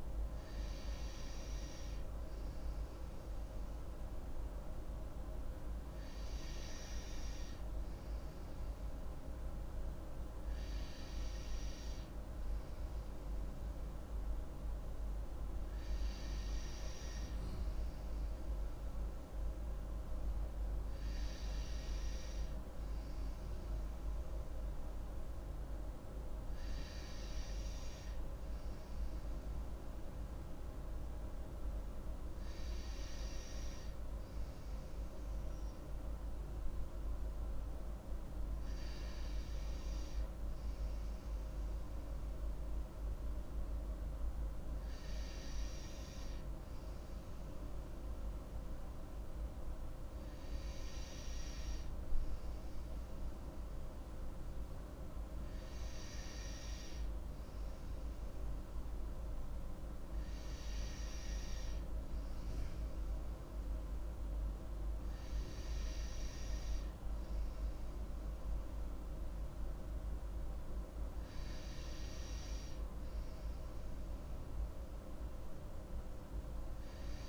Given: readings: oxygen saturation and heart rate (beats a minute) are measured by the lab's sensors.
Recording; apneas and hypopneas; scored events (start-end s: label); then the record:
breathing in sleep, hard to hear, by a room microphone; none
none scored
From the record:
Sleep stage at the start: N2 (light sleep); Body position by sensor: on the right side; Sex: female